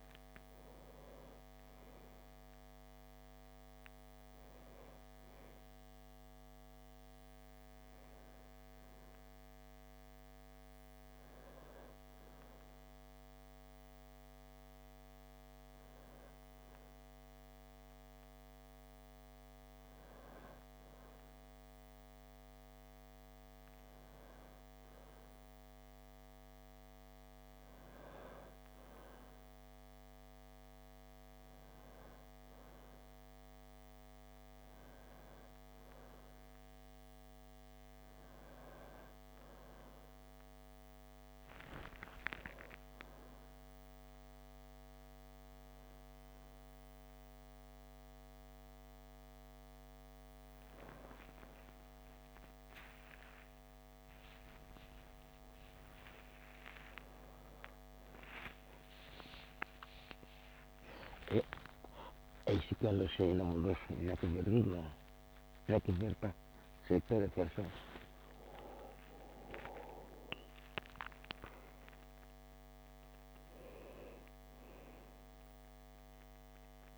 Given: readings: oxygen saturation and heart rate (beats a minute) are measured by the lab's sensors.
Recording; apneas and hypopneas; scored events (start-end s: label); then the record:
a person awake in a sleep study, by a microphone on the trachea; none
16.00-76.98 s: new sleep stage, awake
From the record:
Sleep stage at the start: N1 (lightest sleep); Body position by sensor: on the back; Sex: male